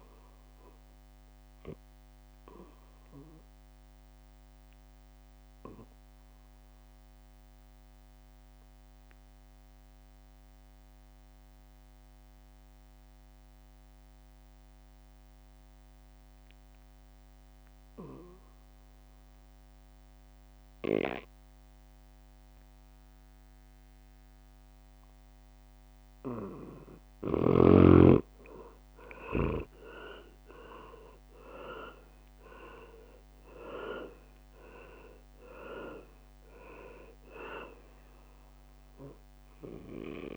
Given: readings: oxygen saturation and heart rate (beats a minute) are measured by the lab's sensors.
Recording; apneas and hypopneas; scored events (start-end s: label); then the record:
breathing in sleep by a microphone on the trachea; 1
0.00-1.50 s: drop in pulse transit time (device-marked, heart rate 66 extreme)
0.00-15.50 s: oxygen desaturation (device-marked, oxygen 91% lowest, heart rate 62 extreme)
1.00-27.50 s: obstructive apnea (oxygen 99% before, 89% lowest, heart rate 67 before, 59 extreme, up 8 after)
24.50-40.37 s: oxygen desaturation (device-marked, oxygen 100% before, 89% lowest, heart rate 64 before, 59 extreme)
25.50-40.37 s: drop in pulse transit time (device-marked, heart rate 64 before, 64 extreme)
27.50-30.50 s: leg movement (device-marked)
29.50-34.00 s: arousal
From the record:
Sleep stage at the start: N2 (light sleep); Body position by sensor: on the back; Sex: male